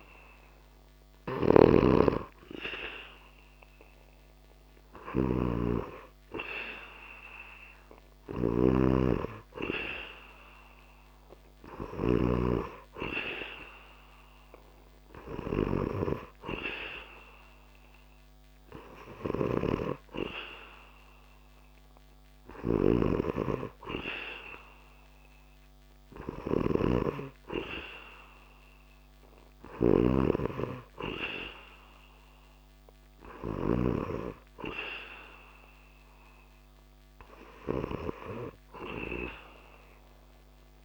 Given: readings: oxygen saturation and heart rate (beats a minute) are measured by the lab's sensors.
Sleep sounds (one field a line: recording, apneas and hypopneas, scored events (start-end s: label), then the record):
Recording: breathing in sleep by a microphone on the trachea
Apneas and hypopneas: none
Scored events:
0.00-1.50 s: arousal
0.00-4.00 s: oxygen desaturation (device-marked, oxygen 95% lowest)
0.00-11.50 s: snoring (device-marked)
18.00-25.00 s: oxygen desaturation (device-marked, oxygen 99% before, 96% lowest)
18.50-33.00 s: snoring (device-marked)
From the record:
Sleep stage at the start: N2 (light sleep)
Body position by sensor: on the back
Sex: male